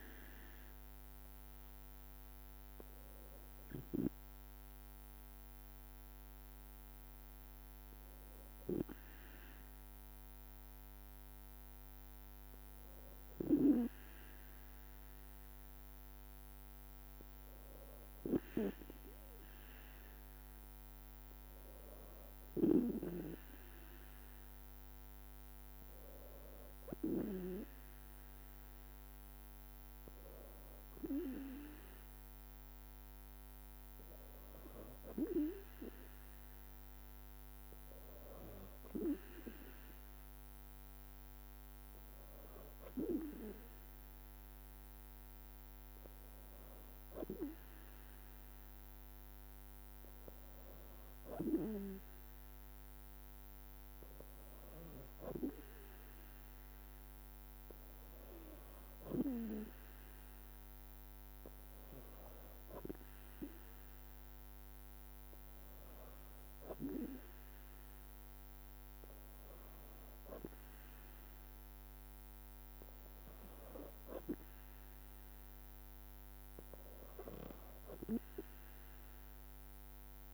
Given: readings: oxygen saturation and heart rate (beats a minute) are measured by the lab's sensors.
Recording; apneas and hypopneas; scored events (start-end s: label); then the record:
breathing in sleep by a microphone on the trachea; none
0.00-15.50 s: drop in pulse transit time (device-marked, heart rate 53 extreme)
1.50-5.50 s: arousal
From the record:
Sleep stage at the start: N2 (light sleep); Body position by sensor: on the back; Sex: female